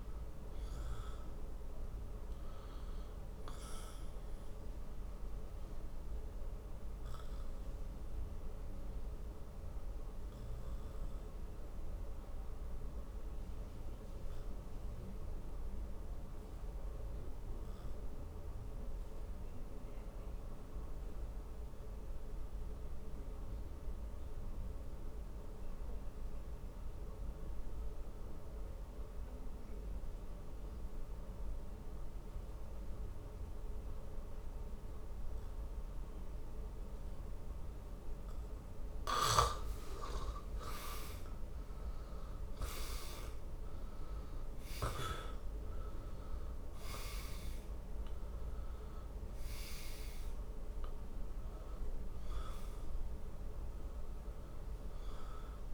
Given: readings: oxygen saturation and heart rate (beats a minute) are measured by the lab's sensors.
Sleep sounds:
breathing in sleep, hard to hear, by a room microphone; 1
7.00-39.00 s: obstructive apnea (oxygen 97% before, 86% lowest, heart rate 56 before, 50 extreme, up 16 after)
40.50-45.50 s: arousal
47.00-52.00 s: oxygen desaturation (device-marked, oxygen 96% before, 93% lowest, heart rate 57 before, 50 extreme)
From the record:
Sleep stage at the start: N2 (light sleep); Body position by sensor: on the back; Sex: male

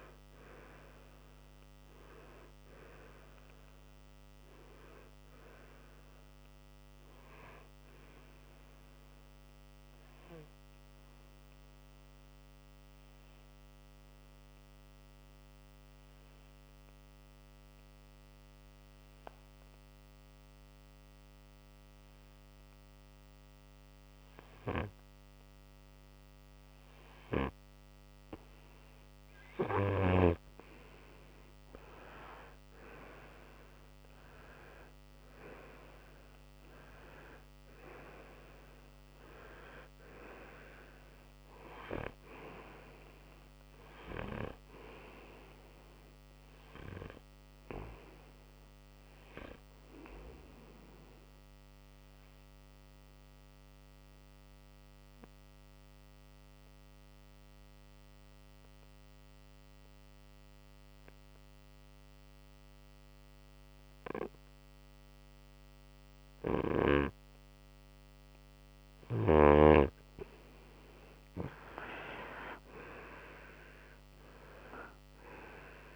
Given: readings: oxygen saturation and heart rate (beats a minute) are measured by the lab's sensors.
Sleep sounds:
breathing in sleep by a microphone on the trachea; 2
2.50-21.50 s: oxygen desaturation (device-marked, oxygen 94% before, 91% lowest, heart rate 67 before, 59 extreme)
10.00-31.00 s: obstructive apnea (oxygen 96% before, 91% lowest, heart rate 66 before, 59 extreme, up 7 after)
33.50-38.00 s: arousal
39.50-65.50 s: oxygen desaturation (device-marked, oxygen 97% before, 91% lowest, heart rate 63 before, 59 extreme)
46.00-70.50 s: obstructive apnea (oxygen 97% before, 91% lowest, heart rate 65 before, 59 extreme, up 7 after)
73.50-75.96 s: arousal
From the record:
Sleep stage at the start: N2 (light sleep); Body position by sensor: on the right side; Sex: male

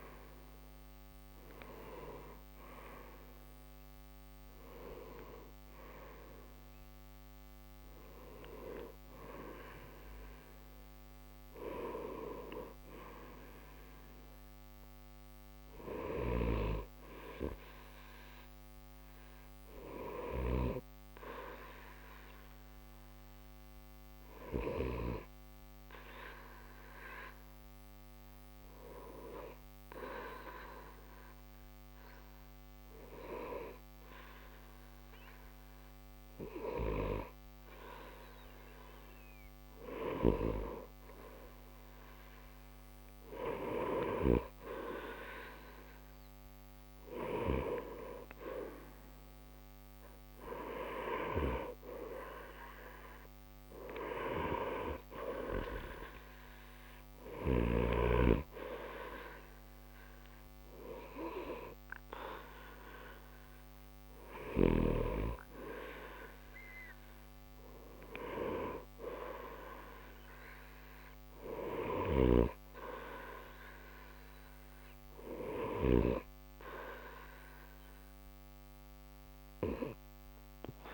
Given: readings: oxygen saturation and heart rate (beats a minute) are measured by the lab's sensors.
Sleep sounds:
breathing in sleep by a microphone on the trachea; 1
4.00-23.00 s: oxygen desaturation (device-marked, oxygen 86% before, 81% lowest, heart rate 78 before, 60 extreme)
18.50-38.50 s: hypopnea (oxygen 87% before, 85% lowest, heart rate 62 before, 60 extreme, up 0 after)
40.50-44.50 s: arousal
44.00-80.94 s: new sleep stage, N2 (light sleep)
From the record:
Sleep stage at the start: N1 (lightest sleep); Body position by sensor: on the right side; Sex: male

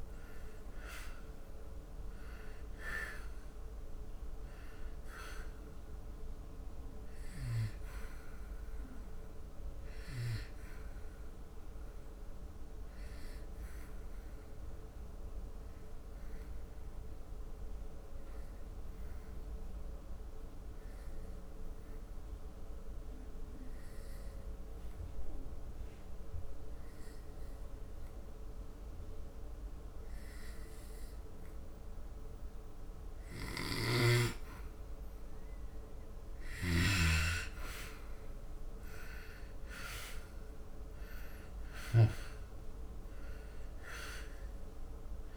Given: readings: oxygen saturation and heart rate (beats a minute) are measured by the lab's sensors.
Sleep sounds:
breathing in sleep by a room microphone; 1
0.00-25.00 s: oxygen desaturation (device-marked, oxygen 80% lowest, heart rate 69 extreme)
7.00-33.50 s: obstructive apnea (oxygen 97% before, 80% lowest, heart rate 74 before, 69 extreme, up 9 after)
30.00-45.37 s: oxygen desaturation (device-marked, oxygen 99% before, 84% lowest, heart rate 74 before, 68 extreme)
36.00-41.50 s: arousal
From the record:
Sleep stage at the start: N2 (light sleep); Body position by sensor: on the back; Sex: male

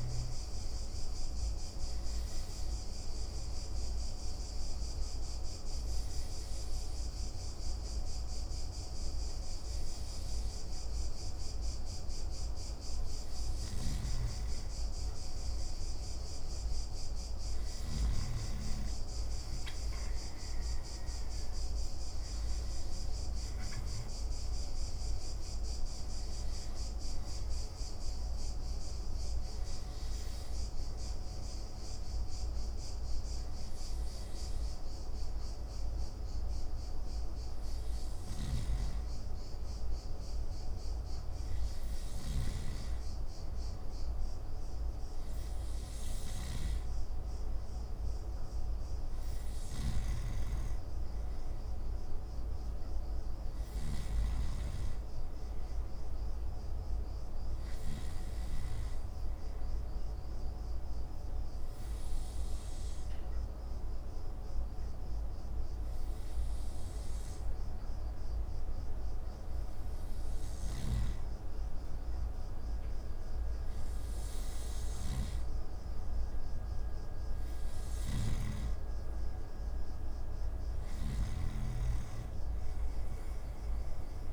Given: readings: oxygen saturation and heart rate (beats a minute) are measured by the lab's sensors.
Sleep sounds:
breathing in sleep, hard to hear, by a room microphone; 3
2.50-13.00 s: obstructive apnea (oxygen 94% before, 91% lowest)
13.50-18.00 s: snoring (device-marked)
15.00-19.00 s: arousal
26.00-39.50 s: hypopnea (oxygen 94% before, 91% lowest)
26.00-42.00 s: oxygen desaturation (device-marked, oxygen 94% before, 91% lowest)
38.00-54.00 s: snoring (device-marked)
42.00-46.50 s: arousal
60.00-71.00 s: obstructive apnea (oxygen 95% before, 91% lowest)
74.00-77.50 s: arousal
From the record:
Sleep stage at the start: N2 (light sleep); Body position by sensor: on the back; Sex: male

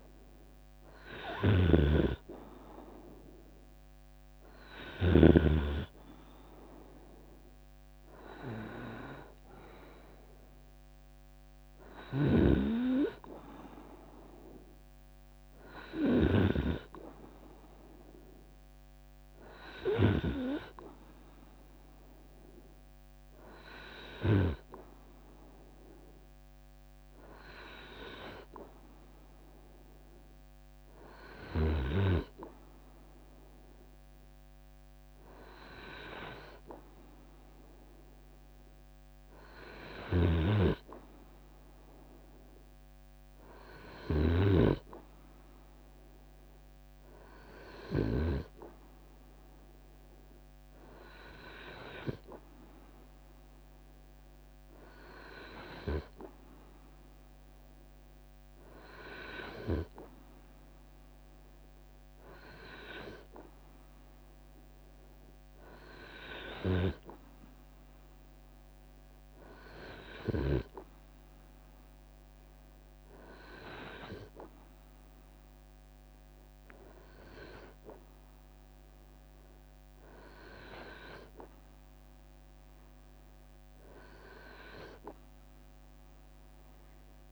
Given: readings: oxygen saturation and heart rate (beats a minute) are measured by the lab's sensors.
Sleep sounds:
breathing in sleep by a microphone on the trachea; none
0.00-2.00 s: drop in pulse transit time (device-marked, heart rate 66 extreme)
0.00-4.50 s: snoring (device-marked)
9.00-17.00 s: drop in pulse transit time (device-marked, heart rate 73 before, 74 extreme)
23.50-25.50 s: long interval between heartbeats (device-marked, heart rate 73 before, 81 extreme)
43.00-54.00 s: drop in pulse transit time (device-marked, heart rate 75 before, 77 extreme)
51.00-87.32 s: new sleep stage, N2 (light sleep)
57.00-59.00 s: long interval between heartbeats (device-marked, heart rate 77 before, 65 extreme)
81.50-83.50 s: long interval between heartbeats (device-marked, heart rate 80 before, 70 extreme)
From the record:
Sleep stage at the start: REM sleep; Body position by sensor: on the right side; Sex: male

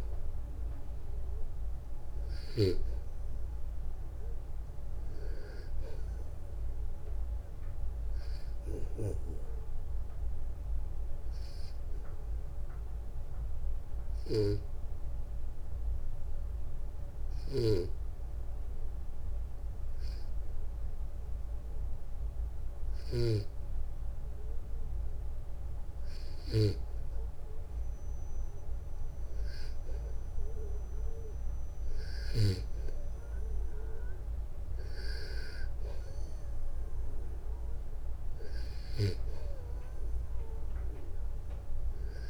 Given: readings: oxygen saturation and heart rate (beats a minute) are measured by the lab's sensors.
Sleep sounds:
breathing in sleep by a room microphone; 1
1.00-4.50 s: arousal
9.00-27.00 s: hypopnea (oxygen 97% before, 92% lowest, heart rate 62 before, 61 extreme, up 2 after)
12.50-26.50 s: oxygen desaturation (device-marked, oxygen 97% before, 93% lowest, heart rate 63 before, 61 extreme)
30.50-34.00 s: arousal
From the record:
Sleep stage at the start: N2 (light sleep); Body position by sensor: on the back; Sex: male

